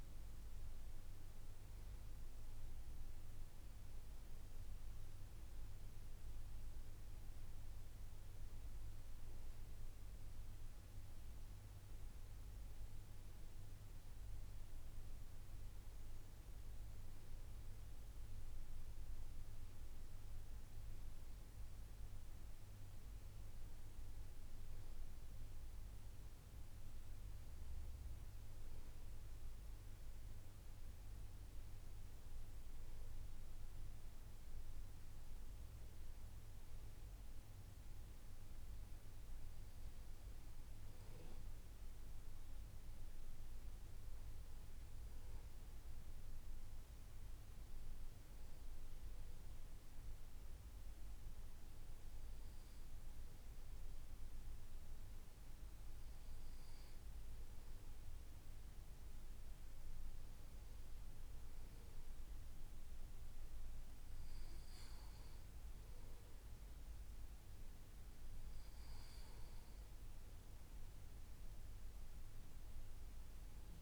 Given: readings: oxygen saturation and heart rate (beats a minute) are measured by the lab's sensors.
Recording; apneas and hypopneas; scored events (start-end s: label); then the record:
breathing in sleep, hard to hear, by a room microphone; none
60.00-73.82 s: new sleep stage, N2 (light sleep)
From the record:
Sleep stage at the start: N1 (lightest sleep); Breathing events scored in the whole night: 132 in 5.7 hours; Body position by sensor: on the back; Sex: male